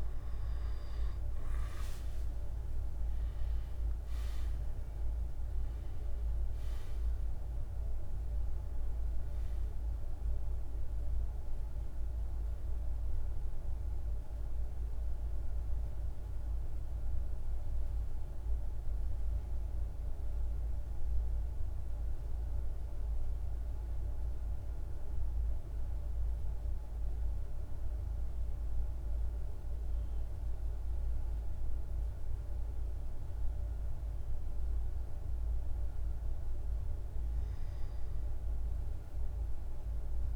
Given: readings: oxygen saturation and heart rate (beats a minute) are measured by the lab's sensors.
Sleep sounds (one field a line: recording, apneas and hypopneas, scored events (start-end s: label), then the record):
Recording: breathing in sleep, hard to hear, by a room microphone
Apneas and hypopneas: 1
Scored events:
0.00-1.50 s: arousal
0.00-24.00 s: oxygen desaturation (device-marked, oxygen 90% lowest, heart rate 50 extreme)
20.50-36.00 s: central apnea (oxygen 97% before, 92% lowest, heart rate 57 before, 50 extreme, up 4 after)
38.00-40.36 s: arousal
From the record:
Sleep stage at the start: N2 (light sleep)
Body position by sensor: on the right side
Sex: male